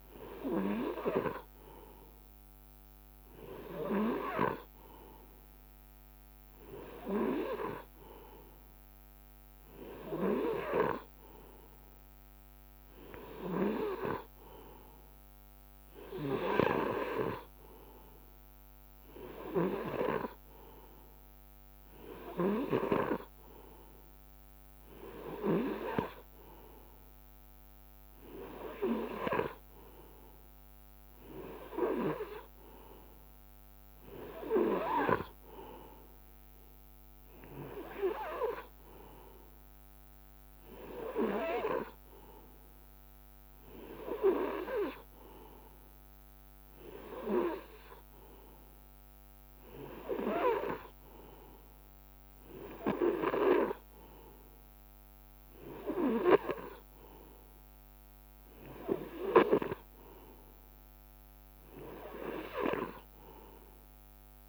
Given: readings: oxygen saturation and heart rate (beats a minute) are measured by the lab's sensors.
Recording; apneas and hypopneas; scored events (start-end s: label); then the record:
breathing in sleep by a microphone on the trachea; none
none scored
From the record:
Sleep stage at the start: N2 (light sleep); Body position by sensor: on the right side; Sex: male